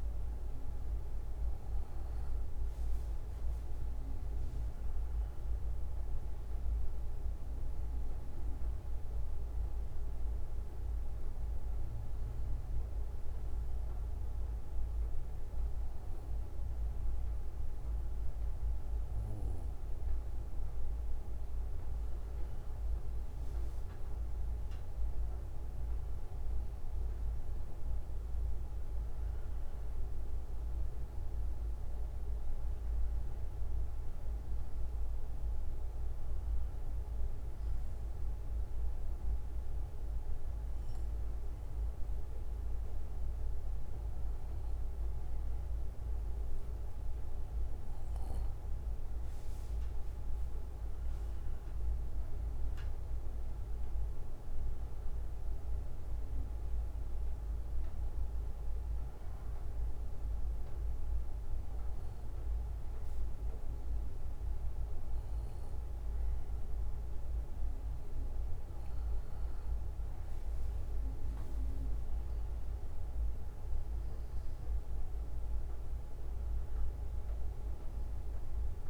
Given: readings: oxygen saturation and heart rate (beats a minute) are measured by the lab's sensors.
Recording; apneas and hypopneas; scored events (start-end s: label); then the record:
breathing in sleep, hard to hear, by a room microphone; 3
7.00-10.50 s: arousal
10.00-12.00 s: bradycardia (device-marked, heart rate 65 before, 61 extreme)
13.00-20.00 s: bradycardia (device-marked, heart rate 65 before, 57 extreme)
13.00-24.00 s: obstructive apnea (oxygen 95% before, 93% lowest, heart rate 62 before, 52 extreme, up 11 after)
26.00-31.00 s: arousal
29.00-32.00 s: bradycardia (device-marked, heart rate 65 before, 54 extreme)
34.00-37.00 s: bradycardia (device-marked, heart rate 65 before, 56 extreme)
38.00-50.00 s: obstructive apnea (oxygen 95% before, 93% lowest, heart rate 60 before, 53 extreme, up 17 after)
39.00-45.00 s: bradycardia (device-marked, heart rate 65 before, 52 extreme)
52.50-55.50 s: arousal
59.00-63.00 s: bradycardia (device-marked, heart rate 65 before, 59 extreme)
59.50-70.50 s: obstructive apnea (oxygen 95% before, 92% lowest, heart rate 61 before, 53 extreme, up 17 after)
65.00-68.00 s: bradycardia (device-marked, heart rate 65 before, 53 extreme)
72.00-76.50 s: arousal
From the record:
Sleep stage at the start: N2 (light sleep); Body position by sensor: on the back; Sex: male